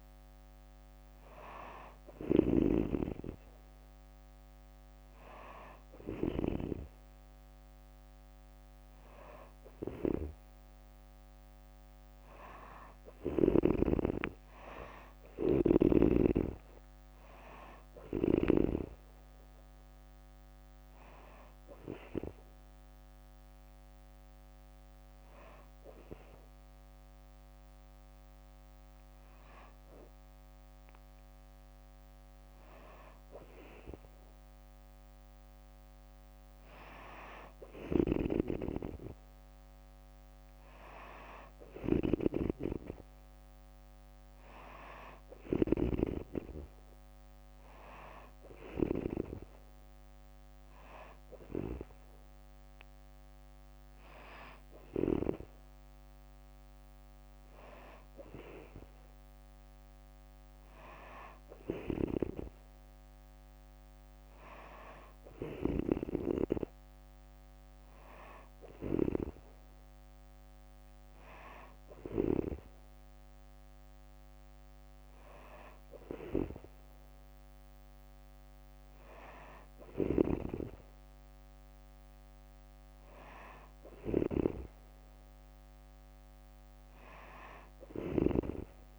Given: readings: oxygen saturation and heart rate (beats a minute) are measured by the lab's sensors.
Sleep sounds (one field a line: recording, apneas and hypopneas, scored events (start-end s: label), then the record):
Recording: breathing in sleep by a microphone on the trachea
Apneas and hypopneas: 1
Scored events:
1.50-6.00 s: snoring (device-marked)
13.00-16.00 s: arousal
22.00-33.00 s: hypopnea (oxygen 95% before, 93% lowest, heart rate 69 before, 63 extreme, up 4 after)
34.50-37.50 s: arousal
37.50-48.50 s: snoring (device-marked)
79.50-88.99 s: snoring (device-marked)
From the record:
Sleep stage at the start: N2 (light sleep)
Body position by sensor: on the back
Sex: female